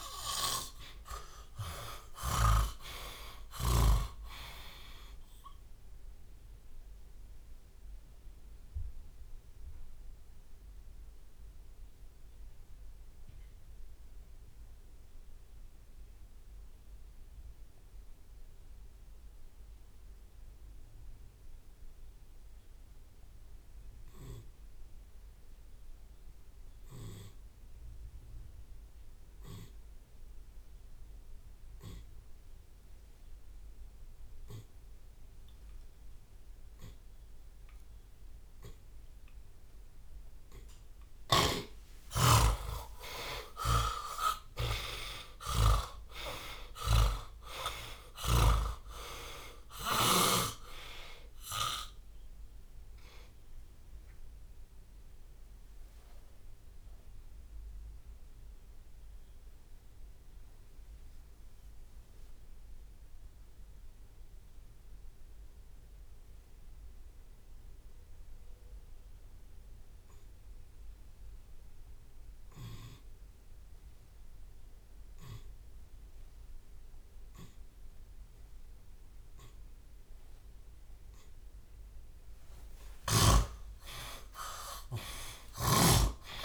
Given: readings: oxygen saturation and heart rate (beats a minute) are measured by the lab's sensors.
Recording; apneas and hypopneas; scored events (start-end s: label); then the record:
breathing in sleep by a room microphone; 2
0.00-1.00 s: drop in pulse transit time (device-marked, heart rate 125 extreme)
0.00-2.00 s: arousal
0.00-4.00 s: snoring (device-marked)
0.00-29.00 s: tachycardia (device-marked, heart rate 157 extreme)
1.00-3.00 s: long interval between heartbeats (device-marked, heart rate 119 before, 110 extreme)
4.00-6.00 s: long interval between heartbeats (device-marked, heart rate 127 before, 118 extreme)
8.50-39.00 s: obstructive apnea (oxygen 99% before, 70% lowest)
21.00-33.00 s: oxygen desaturation (device-marked, oxygen 99% before, 88% lowest)
38.50-40.50 s: long interval between heartbeats (device-marked)
42.00-44.00 s: long interval between heartbeats (device-marked, heart rate 70 before, 68 extreme)
42.00-48.50 s: arousal
43.50-50.50 s: snoring (device-marked)
47.50-49.50 s: long interval between heartbeats (device-marked, heart rate 57 before, 73 extreme)
54.50-79.00 s: obstructive apnea (oxygen 97% before, 70% lowest)
60.00-63.00 s: drop in pulse transit time (device-marked)
60.00-64.00 s: oxygen desaturation (device-marked, oxygen 97% before, 92% lowest, heart rate 54 before, 53 extreme)
61.50-63.50 s: long interval between heartbeats (device-marked)
64.50-66.50 s: long interval between heartbeats (device-marked, heart rate 48 before, 61 extreme)
65.00 s: drop in pulse transit time (device-marked)
67.00-69.00 s: long interval between heartbeats (device-marked, heart rate 47 before, 79 extreme)
69.50-71.50 s: long interval between heartbeats (device-marked, heart rate 47 before, 80 extreme)
70.00 s: drop in pulse transit time (device-marked)
70.00-83.00 s: oxygen desaturation (device-marked, oxygen 97% before, 70% lowest, heart rate 48 before, 30 extreme)
75.00 s: drop in pulse transit time (device-marked)
76.50-78.50 s: long interval between heartbeats (device-marked, heart rate 50 before, 54 extreme)
77.00-80.00 s: drop in pulse transit time (device-marked, heart rate 52 before, 58 extreme)
77.00-81.00 s: tachycardia (device-marked, heart rate 86 before, 110 extreme)
79.00-81.00 s: long interval between heartbeats (device-marked, heart rate 57 before, 82 extreme)
82.00-84.00 s: drop in pulse transit time (device-marked, heart rate 70 before, 118 extreme)
82.00-84.00 s: long interval between heartbeats (device-marked, heart rate 70 before, 118 extreme)
84.00-86.44 s: arousal
From the record:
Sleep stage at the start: N2 (light sleep); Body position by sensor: on the back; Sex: male